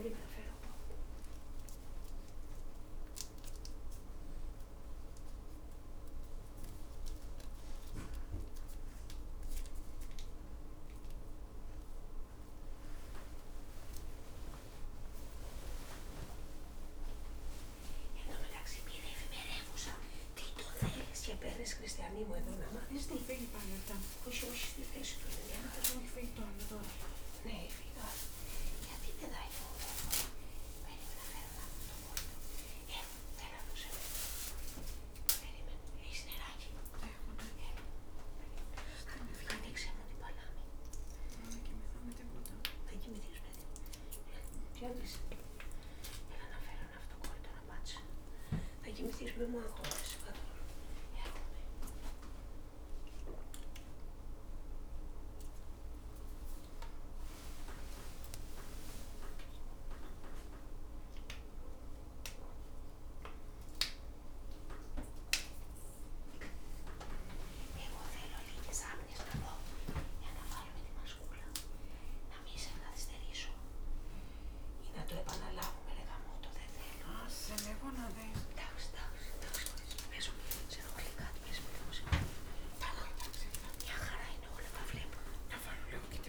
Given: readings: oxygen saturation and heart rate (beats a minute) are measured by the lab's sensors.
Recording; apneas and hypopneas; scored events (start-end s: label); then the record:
a person awake in a sleep study, by a room microphone; none
none scored
From the record:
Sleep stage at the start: awake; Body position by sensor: on the right side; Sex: female